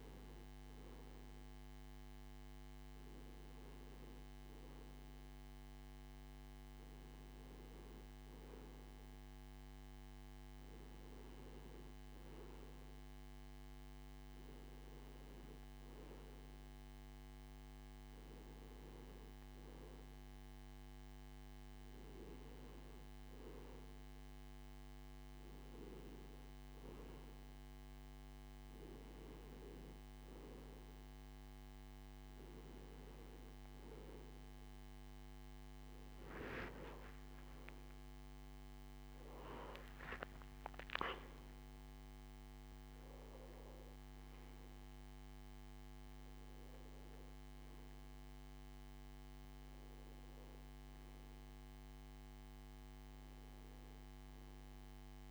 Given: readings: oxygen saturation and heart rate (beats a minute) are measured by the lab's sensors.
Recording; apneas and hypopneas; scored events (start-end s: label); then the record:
breathing in sleep, hard to hear, by a microphone on the trachea; none
36.00-40.00 s: arousal
From the record:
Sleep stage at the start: N2 (light sleep); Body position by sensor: on the back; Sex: male